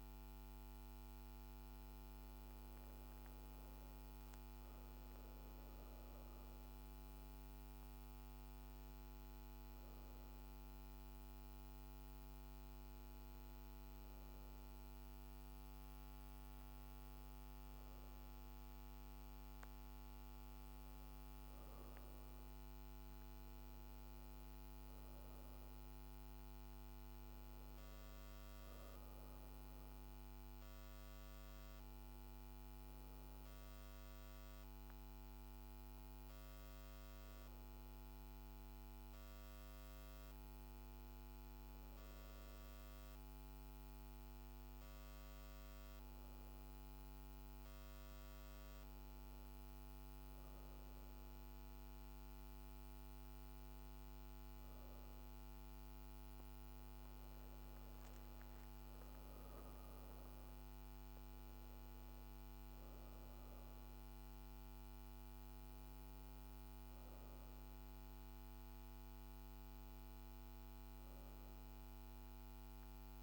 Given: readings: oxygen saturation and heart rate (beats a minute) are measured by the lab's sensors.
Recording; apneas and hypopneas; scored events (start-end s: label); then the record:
breathing in sleep, hard to hear, by a microphone on the trachea; none
31.50-41.50 s: oxygen desaturation (device-marked, oxygen 96% before, 92% lowest, heart rate 56 before, 54 extreme)
From the record:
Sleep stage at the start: N1 (lightest sleep); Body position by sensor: on the back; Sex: female